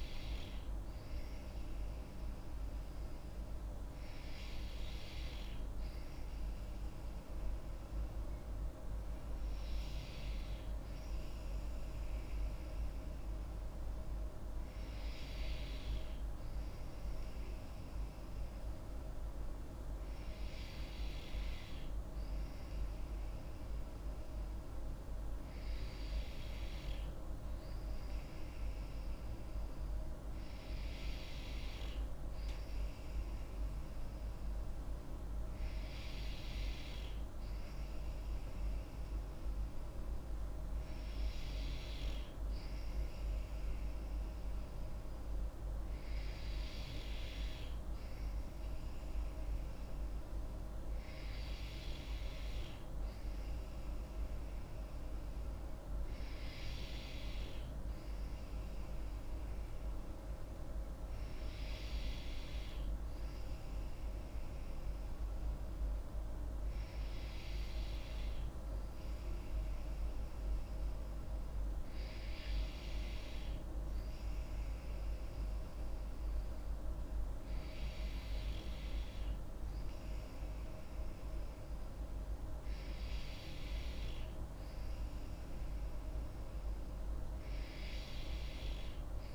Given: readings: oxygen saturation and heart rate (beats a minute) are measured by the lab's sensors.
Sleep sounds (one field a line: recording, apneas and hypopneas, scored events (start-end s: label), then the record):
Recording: breathing in sleep, hard to hear, by a room microphone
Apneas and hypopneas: none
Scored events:
7.50-89.35 s: new sleep stage, N2 (light sleep)
From the record:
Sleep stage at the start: N3 (deep sleep)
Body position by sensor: on the back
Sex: female